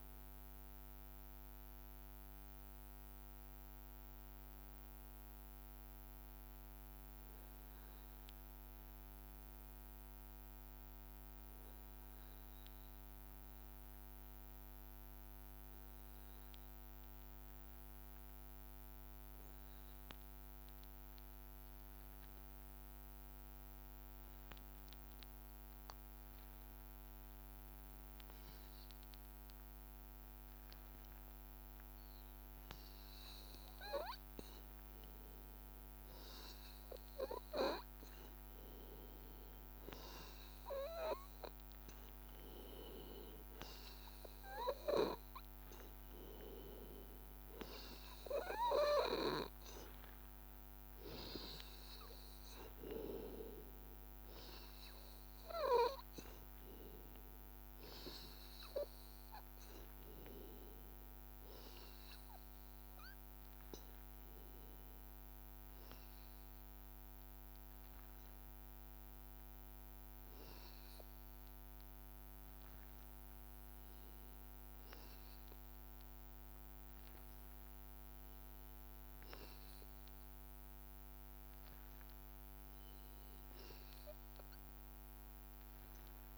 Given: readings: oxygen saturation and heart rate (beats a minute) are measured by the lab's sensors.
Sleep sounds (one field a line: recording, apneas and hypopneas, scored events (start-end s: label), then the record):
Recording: breathing in sleep by a microphone on the trachea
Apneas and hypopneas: 1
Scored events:
0.00-3.00 s: oxygen desaturation (device-marked, oxygen 91% lowest, heart rate 82 extreme)
1.00-29.50 s: mixed apnea (oxygen 98% before, 92% lowest, heart rate 84 before, 80 extreme, up 1 after)
21.00-58.00 s: oxygen desaturation (device-marked, oxygen 99% before, 93% lowest, heart rate 82 before, 80 extreme)
31.50-35.50 s: arousal
82.00-86.38 s: oxygen desaturation (device-marked, oxygen 96% before, 88% lowest, heart rate 83 before, 82 extreme)
From the record:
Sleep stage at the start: N2 (light sleep)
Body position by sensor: on the back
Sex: male